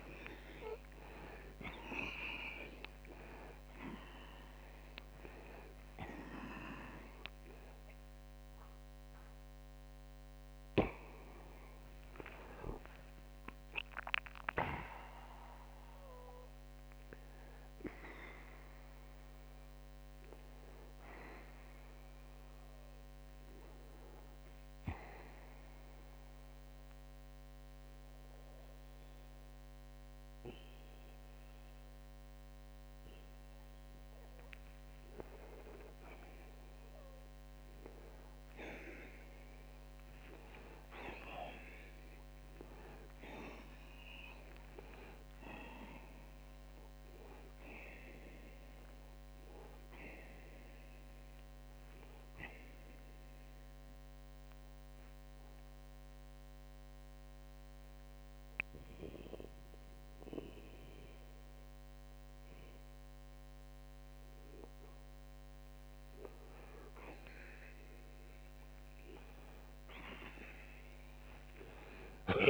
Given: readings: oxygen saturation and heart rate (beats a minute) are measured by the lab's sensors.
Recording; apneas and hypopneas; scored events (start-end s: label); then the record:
breathing in sleep by a microphone on the trachea; 2
0.00-3.50 s: arousal
8.00-38.00 s: oxygen desaturation (device-marked, oxygen 89% before, 79% lowest, heart rate 123 before, 75 extreme)
24.00-35.50 s: obstructive apnea (oxygen 89% before, 79% lowest, heart rate 102 before, 77 extreme)
26.00-72.50 s: new sleep stage, N2 (light sleep)
39.00-43.50 s: arousal
52.00-72.50 s: oxygen desaturation (device-marked, oxygen 91% before, 85% lowest, heart rate 119 before, 75 extreme)
53.50-65.50 s: obstructive apnea (oxygen 92% before, 84% lowest, heart rate 123 before, 75 extreme)
69.00-72.50 s: arousal
From the record:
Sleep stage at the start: N1 (lightest sleep); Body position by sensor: on the back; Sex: male